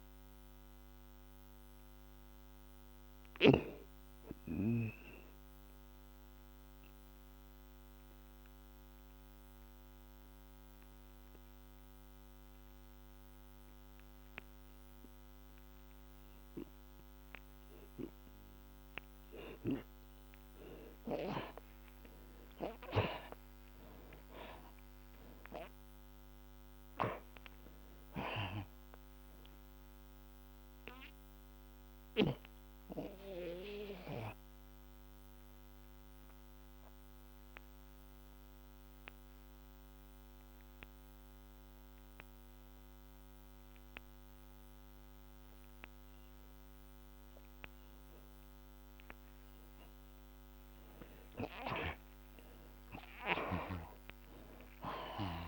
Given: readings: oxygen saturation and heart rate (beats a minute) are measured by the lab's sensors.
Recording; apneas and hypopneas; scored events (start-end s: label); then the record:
breathing in sleep by a microphone on the trachea; 2
4.00-20.00 s: obstructive apnea (oxygen 91% before, 68% lowest, heart rate 64 before, 54 extreme, up 8 after)
5.00-20.00 s: oxygen desaturation (device-marked, oxygen 89% before, 68% lowest, heart rate 65 before, 54 extreme)
21.00-26.00 s: arousal
31.00-48.50 s: obstructive apnea (oxygen 90% before, 67% lowest, heart rate 59 before, 53 extreme, up 11 after)
32.00-45.00 s: oxygen desaturation (device-marked, oxygen 90% before, 69% lowest, heart rate 60 before, 53 extreme)
50.00-54.00 s: arousal
53.00-55.48 s: oxygen desaturation (device-marked, oxygen 94% before, 71% lowest, heart rate 60 before, 53 extreme)
From the record:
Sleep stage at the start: N2 (light sleep); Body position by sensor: on the back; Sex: male